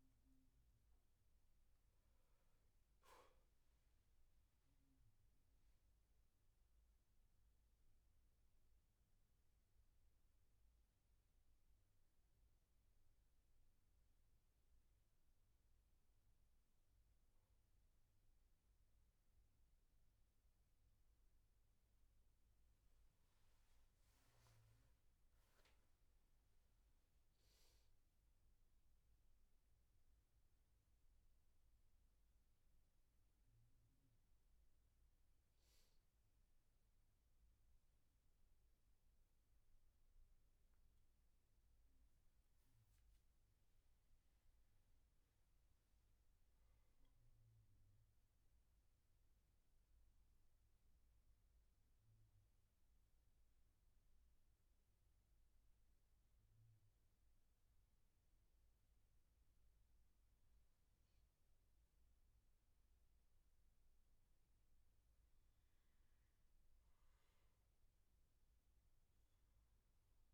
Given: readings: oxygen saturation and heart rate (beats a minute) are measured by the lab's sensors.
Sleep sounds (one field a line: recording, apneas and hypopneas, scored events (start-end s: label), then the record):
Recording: breathing in sleep, hard to hear, by a room microphone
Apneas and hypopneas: none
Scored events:
4.50-64.50 s: new sleep stage, N1 (lightest sleep)
64.50-70.34 s: new sleep stage, N2 (light sleep)
From the record:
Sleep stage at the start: N2 (light sleep)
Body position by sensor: on the right side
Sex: male